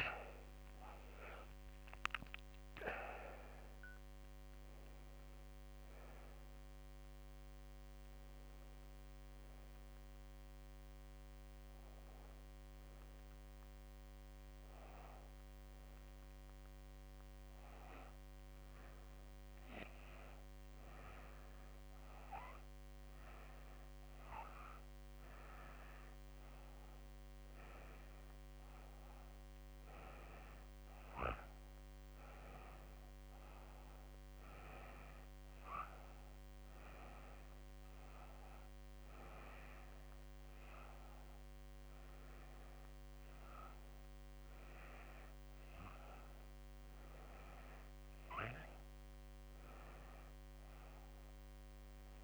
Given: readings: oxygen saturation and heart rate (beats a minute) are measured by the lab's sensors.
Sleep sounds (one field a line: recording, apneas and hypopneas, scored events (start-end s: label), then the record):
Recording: breathing in sleep by a microphone on the trachea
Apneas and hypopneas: none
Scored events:
none scored
From the record:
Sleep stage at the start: N2 (light sleep)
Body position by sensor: on the back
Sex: female